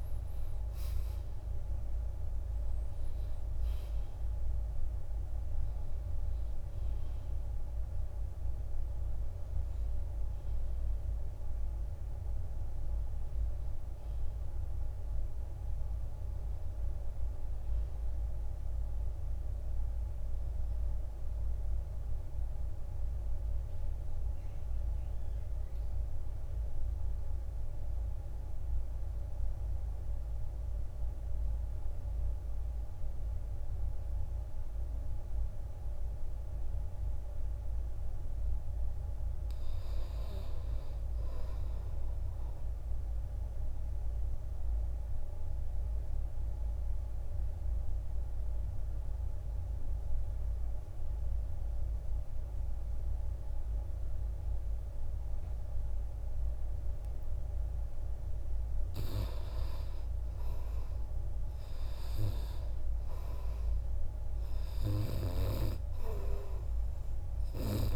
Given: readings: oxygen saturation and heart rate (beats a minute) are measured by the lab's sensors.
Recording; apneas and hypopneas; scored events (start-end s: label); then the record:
breathing in sleep, hard to hear, by a room microphone; 2
0.00-18.00 s: oxygen desaturation (device-marked, oxygen 74% lowest, heart rate 53 extreme)
19.00-22.00 s: arousal
24.00-37.50 s: obstructive apnea (oxygen 100% before, 85% lowest, heart rate 63 before, 53 extreme, up 8 after)
39.50-43.00 s: arousal
45.00-67.96 s: oxygen desaturation (device-marked, oxygen 99% before, 89% lowest, heart rate 56 before, 57 extreme)
46.50-60.00 s: obstructive apnea (oxygen 100% before, 81% lowest, heart rate 56 before, 57 extreme, up 6 after)
62.50-66.00 s: arousal
From the record:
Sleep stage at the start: N2 (light sleep); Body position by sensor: on the back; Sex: male